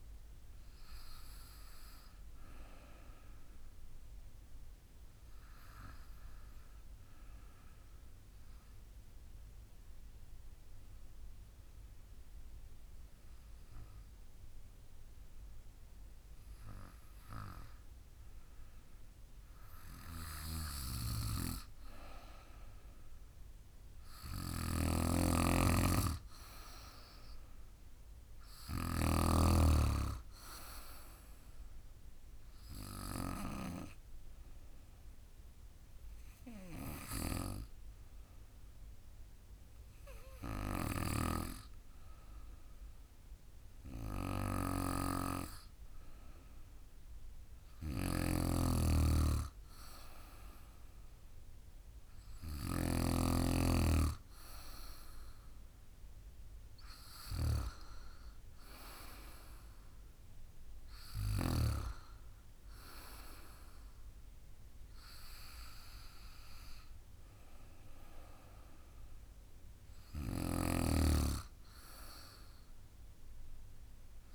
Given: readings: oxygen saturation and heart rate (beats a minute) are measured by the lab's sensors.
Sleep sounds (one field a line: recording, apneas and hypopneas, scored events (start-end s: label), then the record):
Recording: breathing in sleep by a room microphone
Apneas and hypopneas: 2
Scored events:
6.00-18.00 s: obstructive apnea (oxygen 98% before, 93% lowest, heart rate 50 before, 48 extreme, up 9 after)
20.50-24.00 s: arousal
24.00-28.50 s: snoring (device-marked)
24.00-37.00 s: oxygen desaturation (device-marked, oxygen 98% before, 93% lowest, heart rate 50 before, 50 extreme)
33.00-46.00 s: hypopnea (oxygen 98% before, 93% lowest, heart rate 54 before, 50 extreme, up 1 after)
47.50-52.50 s: snoring (device-marked)
48.00-52.00 s: arousal
From the record:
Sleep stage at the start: N2 (light sleep)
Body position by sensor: on the back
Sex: female